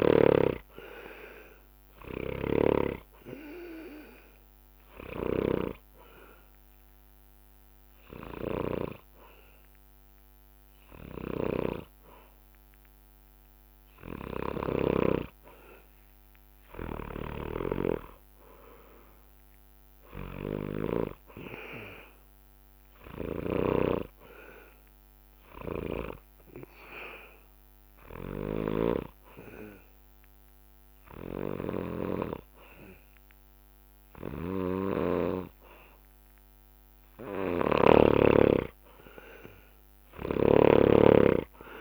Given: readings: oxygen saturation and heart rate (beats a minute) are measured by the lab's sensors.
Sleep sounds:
breathing in sleep by a microphone on the trachea; 2
0.00-2.00 s: arousal
5.50-16.00 s: obstructive apnea (oxygen 97% before, 93% lowest, heart rate 64 before, 58 extreme, up 14 after)
6.50-11.50 s: bradycardia (device-marked, heart rate 66 before, 58 extreme)
11.00-15.00 s: snoring (device-marked)
16.50-26.50 s: drop in pulse transit time (device-marked, heart rate 64 before, 65 extreme)
18.00-21.50 s: arousal
23.50-36.00 s: hypopnea (oxygen 97% before, 93% lowest, heart rate 64 before, 62 extreme, up 9 after)
34.00-38.00 s: snoring (device-marked)
40.00-41.81 s: snoring (device-marked)
From the record:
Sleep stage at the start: N2 (light sleep); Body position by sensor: on the back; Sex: male

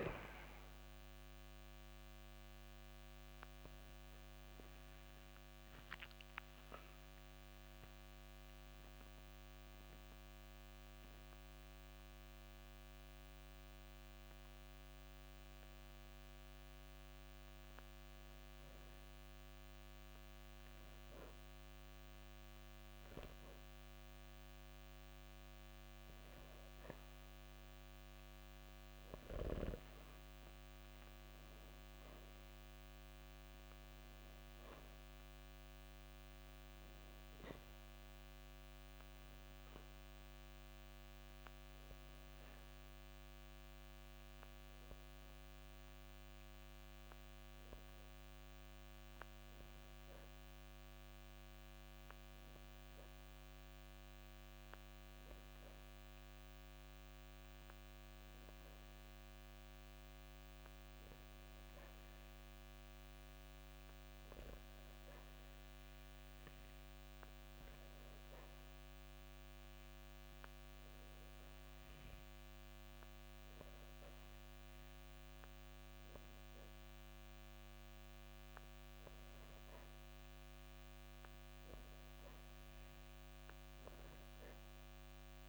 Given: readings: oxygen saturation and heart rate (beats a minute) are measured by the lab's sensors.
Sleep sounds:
breathing in sleep, hard to hear, by a microphone on the trachea; 2
5.50-19.50 s: hypopnea (oxygen 94% before, 90% lowest, heart rate 80 before, 55 extreme, up 5 after)
27.50-52.50 s: oxygen desaturation (device-marked, oxygen 96% before, 90% lowest, heart rate 55 before, 50 extreme)
31.50-34.50 s: arousal
44.00-78.00 s: obstructive apnea (oxygen 96% before, 91% lowest, heart rate 91 before, 54 extreme, up 58 after)
67.50-85.49 s: oxygen desaturation (device-marked, oxygen 95% before, 91% lowest, heart rate 69 before, 62 extreme)
From the record:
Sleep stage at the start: N2 (light sleep); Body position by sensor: on the back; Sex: male

